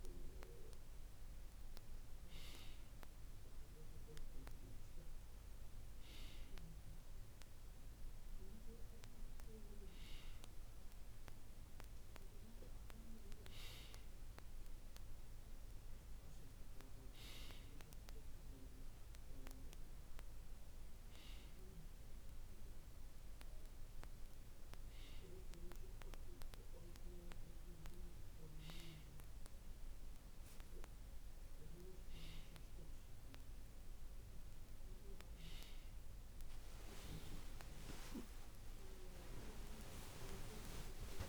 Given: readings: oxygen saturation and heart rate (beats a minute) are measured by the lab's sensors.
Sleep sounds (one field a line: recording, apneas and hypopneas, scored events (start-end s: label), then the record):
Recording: breathing in sleep by a room microphone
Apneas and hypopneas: none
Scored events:
none scored
From the record:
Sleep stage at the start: N2 (light sleep)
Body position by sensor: on the right side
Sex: male